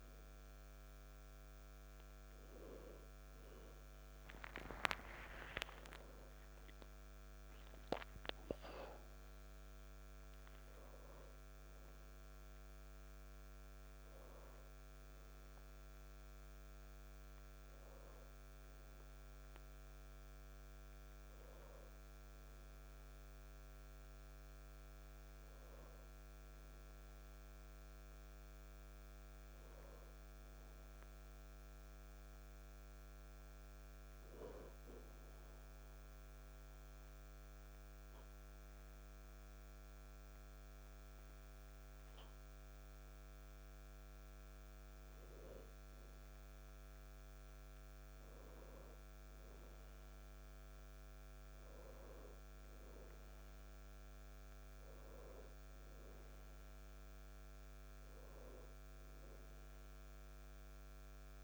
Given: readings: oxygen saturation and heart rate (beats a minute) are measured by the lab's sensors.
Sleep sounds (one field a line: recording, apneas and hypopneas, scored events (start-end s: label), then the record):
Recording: a person partly awake in a sleep study, by a microphone on the trachea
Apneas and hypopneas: 1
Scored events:
0.00-3.50 s: oxygen desaturation (device-marked, oxygen 91% lowest, heart rate 59 extreme)
18.50-61.44 s: new sleep stage, N1 (lightest sleep)
36.00-46.00 s: hypopnea (oxygen 99% before, 94% lowest, heart rate 59 before, 55 extreme, up 1 after)
48.50-53.50 s: arousal
From the record:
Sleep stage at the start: awake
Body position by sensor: on the back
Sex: male